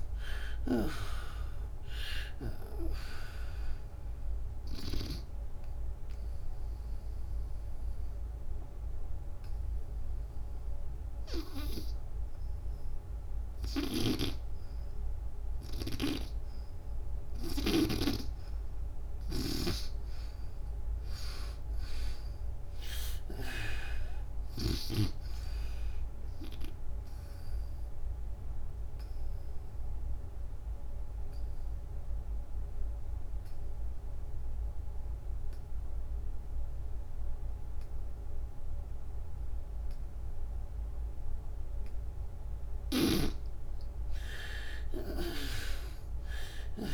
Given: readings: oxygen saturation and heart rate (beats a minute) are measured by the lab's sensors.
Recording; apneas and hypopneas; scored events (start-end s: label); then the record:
breathing in sleep by a room microphone; 2
0.00-19.00 s: oxygen desaturation (device-marked, oxygen 58% lowest, heart rate 66 extreme)
5.50-17.00 s: obstructive apnea (oxygen 95% before, 58% lowest, heart rate 87 before, 67 extreme, up 33 after)
13.50-17.50 s: snoring (device-marked)
20.00-23.50 s: arousal
21.00-37.00 s: oxygen desaturation (device-marked, oxygen 95% before, 77% lowest, heart rate 101 before, 67 extreme)
28.00-42.00 s: obstructive apnea (oxygen 95% before, 65% lowest, heart rate 98 before, 67 extreme, up 32 after)
39.00-46.94 s: oxygen desaturation (device-marked, oxygen 90% before, 65% lowest, heart rate 103 before, 76 extreme)
44.50-46.94 s: arousal
From the record:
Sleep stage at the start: N2 (light sleep); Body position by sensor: on the back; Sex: female